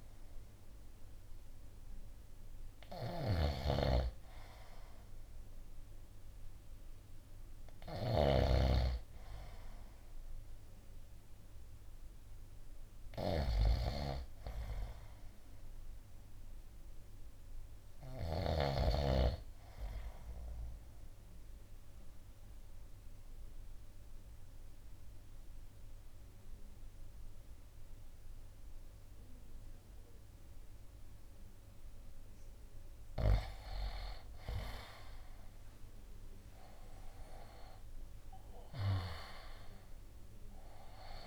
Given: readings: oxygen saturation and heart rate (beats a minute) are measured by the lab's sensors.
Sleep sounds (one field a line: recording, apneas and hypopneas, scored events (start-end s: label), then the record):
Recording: breathing in sleep by a room microphone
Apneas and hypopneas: 1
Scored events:
0.00-18.50 s: snoring (device-marked)
2.00-17.00 s: oxygen desaturation (device-marked, oxygen 98% before, 92% lowest, heart rate 56 before, 54 extreme)
20.00-32.50 s: obstructive apnea (oxygen 98% before, 90% lowest, heart rate 59 before, 54 extreme, up 8 after)
35.50-40.50 s: arousal
From the record:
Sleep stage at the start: N2 (light sleep)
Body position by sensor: on the right side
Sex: male